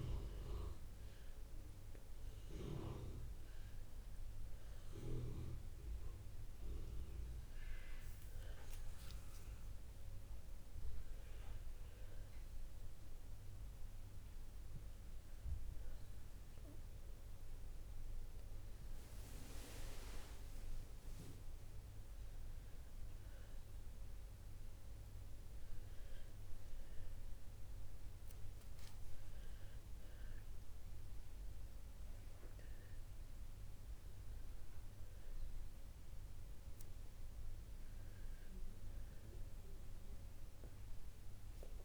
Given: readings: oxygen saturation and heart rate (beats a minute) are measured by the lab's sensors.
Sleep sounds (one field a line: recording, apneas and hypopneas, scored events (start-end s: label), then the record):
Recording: a person awake in a sleep study, by a room microphone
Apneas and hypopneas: none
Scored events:
none scored
From the record:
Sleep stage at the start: awake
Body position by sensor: on the back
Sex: female